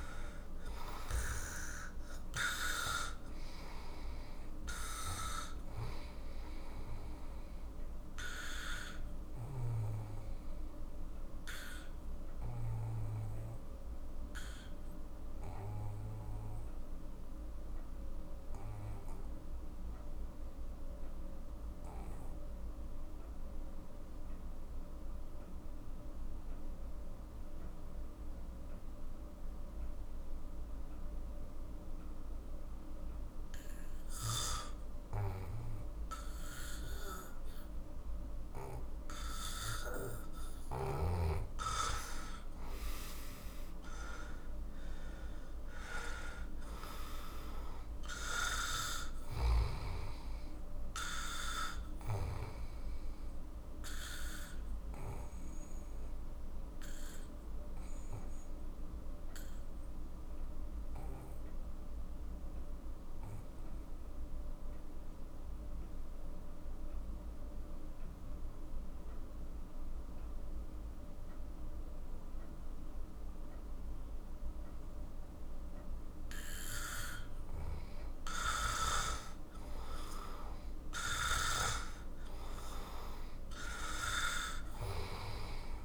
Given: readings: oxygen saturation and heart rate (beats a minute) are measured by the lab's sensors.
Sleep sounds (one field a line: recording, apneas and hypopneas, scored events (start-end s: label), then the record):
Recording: breathing in sleep by a room microphone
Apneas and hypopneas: 2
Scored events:
0.00-21.00 s: oxygen desaturation (device-marked, oxygen 91% lowest, heart rate 41 extreme)
9.00-40.50 s: obstructive apnea (oxygen 98% before, 90% lowest, heart rate 55 before, 41 extreme, up 13 after)
36.00-66.00 s: oxygen desaturation (device-marked, oxygen 97% before, 90% lowest, heart rate 44 before, 42 extreme)
42.50-47.00 s: arousal
54.00-76.50 s: obstructive apnea (oxygen 97% before, 88% lowest, heart rate 54 before, 42 extreme, up 14 after)
78.00-82.00 s: arousal
81.00-85.85 s: oxygen desaturation (device-marked, oxygen 97% before, 93% lowest, heart rate 47 before, 44 extreme)
From the record:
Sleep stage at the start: N2 (light sleep)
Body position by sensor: on the back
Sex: male